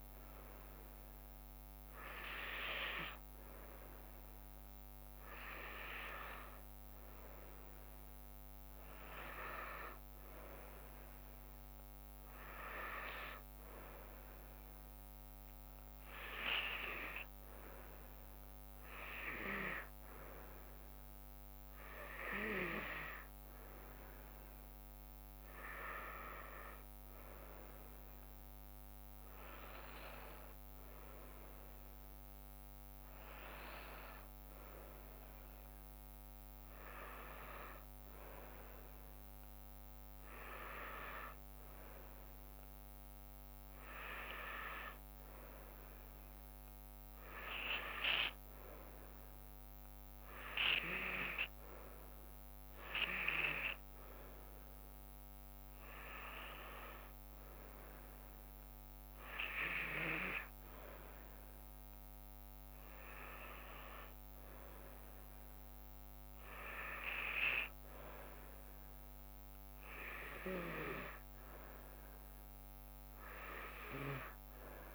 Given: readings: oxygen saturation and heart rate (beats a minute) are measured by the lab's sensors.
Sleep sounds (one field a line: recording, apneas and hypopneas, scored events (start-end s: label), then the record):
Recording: breathing in sleep by a microphone on the trachea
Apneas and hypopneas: none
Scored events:
5.00-16.00 s: drop in pulse transit time (device-marked, heart rate 75 before, 73 extreme)
28.00-41.00 s: drop in pulse transit time (device-marked, heart rate 76 before, 73 extreme)
From the record:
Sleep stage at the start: N2 (light sleep)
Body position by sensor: on the back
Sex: female